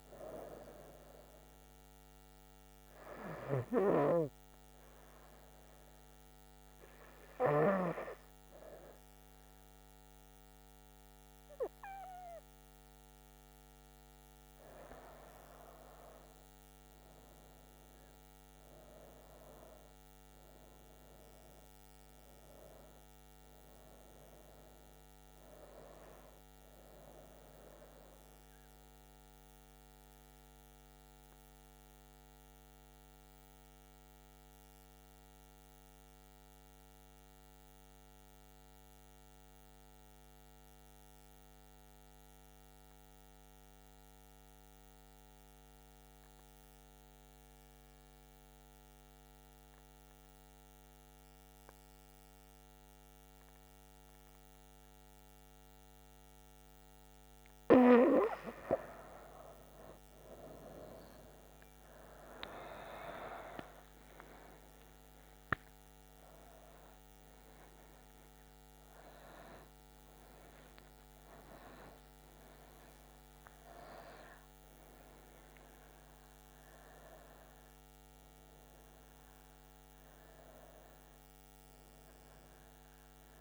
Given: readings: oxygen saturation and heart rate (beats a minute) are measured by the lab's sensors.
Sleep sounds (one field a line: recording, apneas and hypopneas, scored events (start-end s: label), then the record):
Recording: breathing in sleep by a microphone on the trachea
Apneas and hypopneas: 1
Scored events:
31.50-56.50 s: mixed apnea (oxygen 96% before, 92% lowest, heart rate 71 before, 62 extreme, up 5 after)
50.50-83.41 s: oxygen desaturation (device-marked, oxygen 97% before, 92% lowest, heart rate 64 before, 65 extreme)
63.00-68.00 s: arousal
From the record:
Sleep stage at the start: N2 (light sleep)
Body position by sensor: on the back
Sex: female